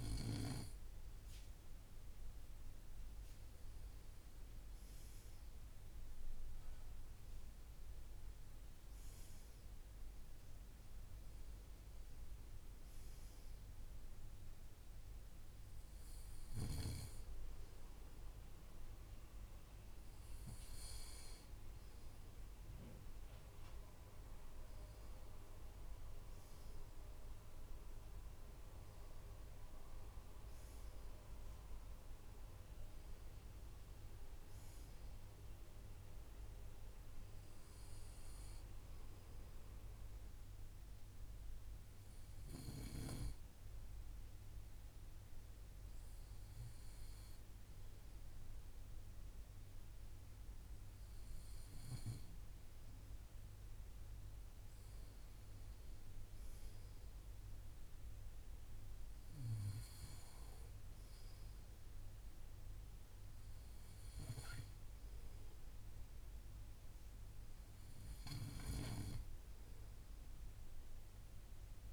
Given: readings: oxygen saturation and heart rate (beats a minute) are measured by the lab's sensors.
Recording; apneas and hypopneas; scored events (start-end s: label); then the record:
breathing in sleep by a room microphone; 1
39.50-53.00 s: hypopnea (oxygen 94% before, 93% lowest, heart rate 61 before, 56 extreme, up 4 after)
53.00-58.50 s: arousal
From the record:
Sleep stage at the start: N2 (light sleep); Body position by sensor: on the right side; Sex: male